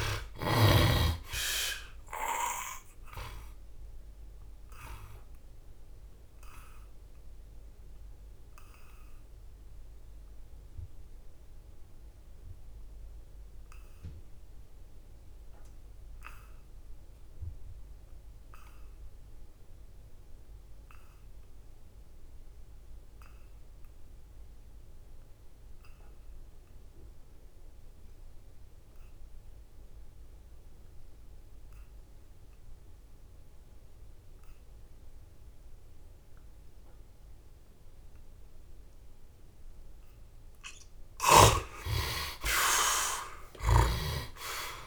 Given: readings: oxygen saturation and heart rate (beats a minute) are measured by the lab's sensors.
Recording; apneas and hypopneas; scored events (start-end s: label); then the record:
breathing in sleep by a room microphone; 1
0.00-22.00 s: oxygen desaturation (device-marked, oxygen 62% lowest, heart rate 64 extreme)
3.50-40.00 s: obstructive apnea (oxygen 92% before, 61% lowest, heart rate 76 before, 64 extreme, up 10 after)
32.00-44.87 s: oxygen desaturation (device-marked, oxygen 87% before, 61% lowest, heart rate 68 before, 65 extreme)
42.00-44.87 s: arousal
From the record:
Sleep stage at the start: N2 (light sleep); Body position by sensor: on the back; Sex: male